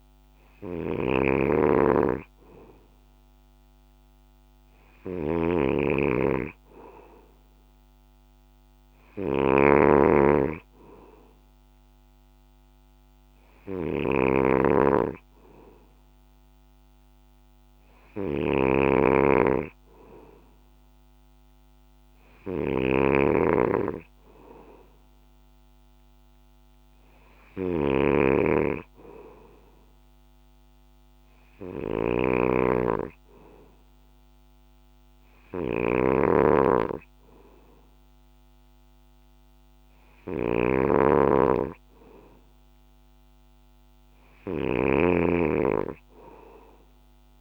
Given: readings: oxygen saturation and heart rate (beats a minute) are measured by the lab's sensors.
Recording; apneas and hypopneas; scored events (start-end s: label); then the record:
breathing in sleep by a microphone on the trachea; none
0.00-47.41 s: snoring (device-marked)
From the record:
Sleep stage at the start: N2 (light sleep); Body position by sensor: on the back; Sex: male